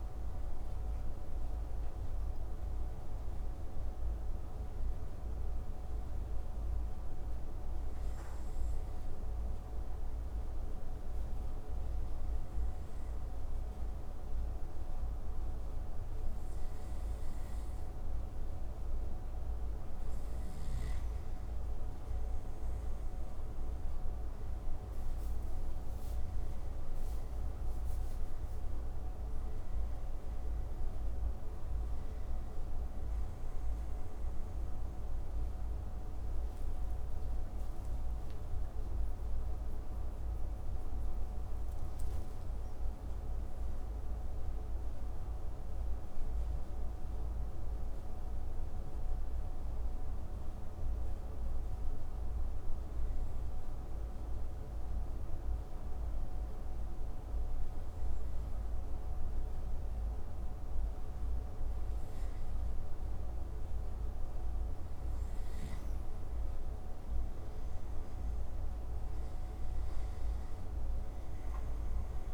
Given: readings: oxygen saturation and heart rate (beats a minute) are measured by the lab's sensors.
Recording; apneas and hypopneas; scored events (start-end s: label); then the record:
breathing in sleep, hard to hear, by a room microphone; 3
0.00-1.50 s: arousal
5.00-19.50 s: hypopnea (oxygen 95% before, 90% lowest)
22.50-26.50 s: arousal
31.50-42.50 s: hypopnea (oxygen 94% before, 90% lowest)
43.50-46.50 s: arousal
50.50-63.00 s: obstructive apnea (oxygen 93% before, 90% lowest)
64.50-68.00 s: arousal
69.00-72.34 s: oxygen desaturation (device-marked, oxygen 95% before, 90% lowest)
From the record:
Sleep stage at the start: N2 (light sleep); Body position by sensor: on the right side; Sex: male